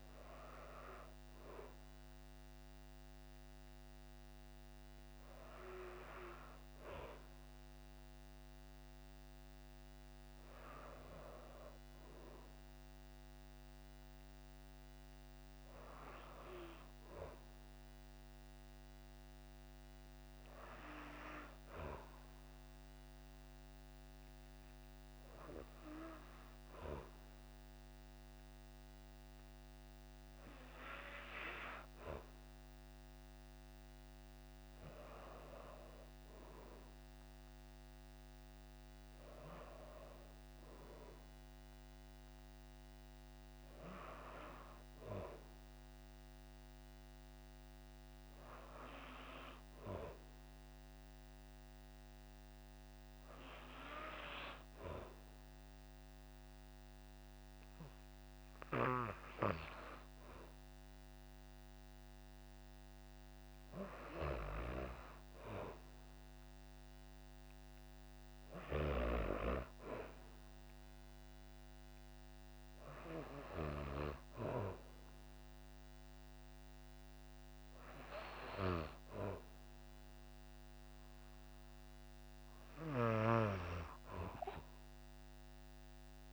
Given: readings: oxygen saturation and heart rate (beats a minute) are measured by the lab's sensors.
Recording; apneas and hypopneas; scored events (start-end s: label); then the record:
breathing in sleep by a microphone on the trachea; none
5.00-86.33 s: new sleep stage, N2 (light sleep)
From the record:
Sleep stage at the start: N1 (lightest sleep); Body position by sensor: on the back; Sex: female